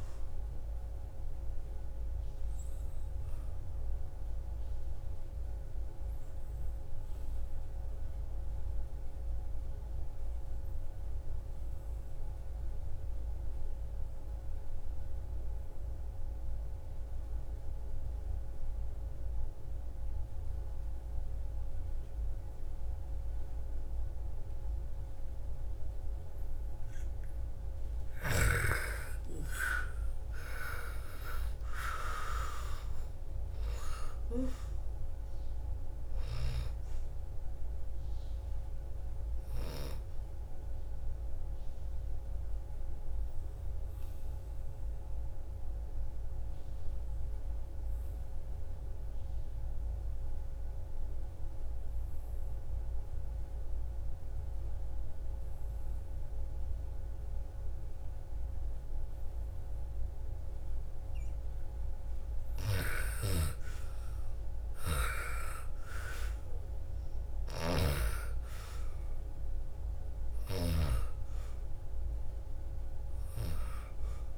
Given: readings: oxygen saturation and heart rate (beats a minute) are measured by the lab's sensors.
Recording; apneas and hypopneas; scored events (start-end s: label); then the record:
breathing in sleep by a room microphone; 2
0.00-7.00 s: oxygen desaturation (device-marked, oxygen 86% lowest, heart rate 54 extreme)
0.50-26.00 s: obstructive apnea (oxygen 99% before, 80% lowest, heart rate 62 before, 54 extreme, up 15 after)
24.00-51.00 s: oxygen desaturation (device-marked, oxygen 98% before, 80% lowest, heart rate 56 before, 55 extreme)
28.00-32.50 s: arousal
40.00-61.50 s: obstructive apnea (oxygen 99% before, 80% lowest, heart rate 62 before, 55 extreme, up 14 after)
62.00-70.50 s: snoring (device-marked)
63.00-67.00 s: arousal
66.00-74.38 s: oxygen desaturation (device-marked, oxygen 99% before, 84% lowest, heart rate 57 before, 56 extreme)
From the record:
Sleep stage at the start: N2 (light sleep); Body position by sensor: on the back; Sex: female